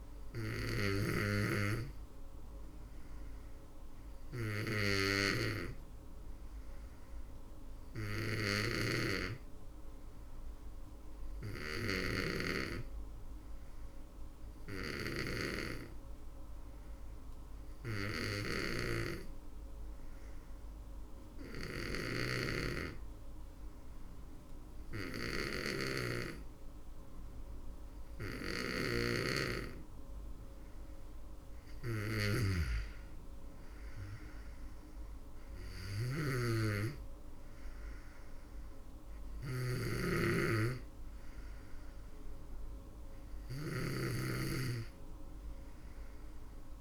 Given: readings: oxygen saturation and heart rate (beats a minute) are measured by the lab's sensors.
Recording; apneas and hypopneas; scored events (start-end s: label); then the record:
breathing in sleep by a room microphone; 1
11.00-27.50 s: hypopnea (oxygen 98% before, 94% lowest, heart rate 58 before, 55 extreme, up 7 after)
27.00-42.00 s: drop in pulse transit time (device-marked, heart rate 62 before, 58 extreme)
29.50-33.00 s: arousal
35.00-43.00 s: snoring (device-marked)
From the record:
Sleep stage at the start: N2 (light sleep); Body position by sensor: on the back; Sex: female